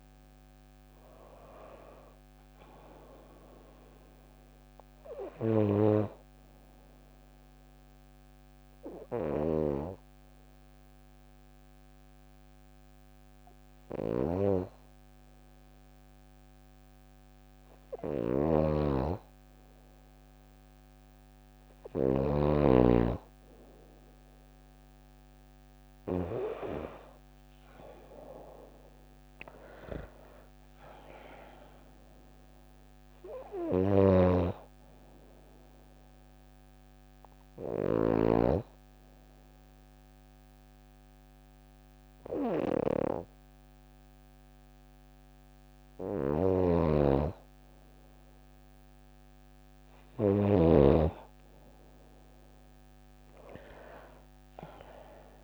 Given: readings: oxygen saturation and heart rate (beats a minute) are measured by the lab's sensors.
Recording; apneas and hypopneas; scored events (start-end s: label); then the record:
breathing in sleep by a microphone on the trachea; 2
0.00-19.00 s: oxygen desaturation (device-marked, oxygen 93% lowest, heart rate 53 extreme)
7.50-19.00 s: hypopnea (oxygen 97% before, 93% lowest, heart rate 71 before, 54 extreme, up 12 after)
17.00-21.50 s: snoring (device-marked)
25.00-30.00 s: arousal
33.00-37.50 s: snoring (device-marked)
35.00-45.50 s: hypopnea (oxygen 97% before, 93% lowest, heart rate 63 before, 53 extreme, up 13 after)
45.50-49.50 s: snoring (device-marked)
48.00-52.00 s: arousal
From the record:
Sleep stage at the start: N2 (light sleep); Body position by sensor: on the back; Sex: female